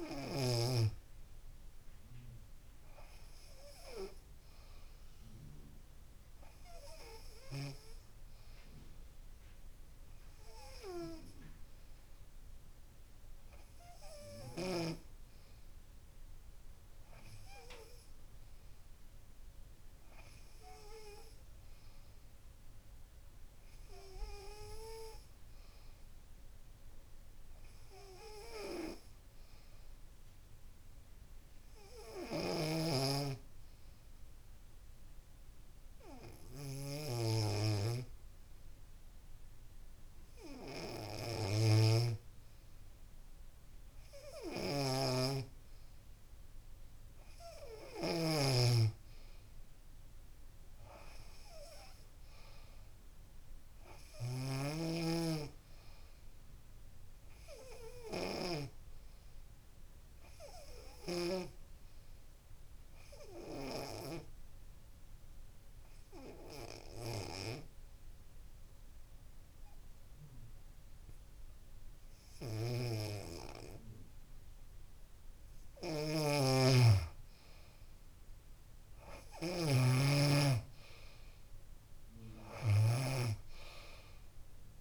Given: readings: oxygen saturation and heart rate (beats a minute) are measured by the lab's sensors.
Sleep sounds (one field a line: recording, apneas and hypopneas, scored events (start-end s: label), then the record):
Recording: breathing in sleep by a room microphone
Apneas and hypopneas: 2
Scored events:
31.50-44.00 s: hypopnea (oxygen 97% before, 93% lowest, heart rate 68 before, 68 extreme, up 2 after)
49.00-53.00 s: arousal
63.50-76.00 s: obstructive apnea (oxygen 97% before, 93% lowest, heart rate 70 before, 63 extreme, up 8 after)
73.50-84.81 s: oxygen desaturation (device-marked, oxygen 96% before, 93% lowest, heart rate 69 before, 64 extreme)
76.50-80.00 s: snoring (device-marked)
78.00-81.50 s: arousal
From the record:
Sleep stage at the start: N2 (light sleep)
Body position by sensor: on the back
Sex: female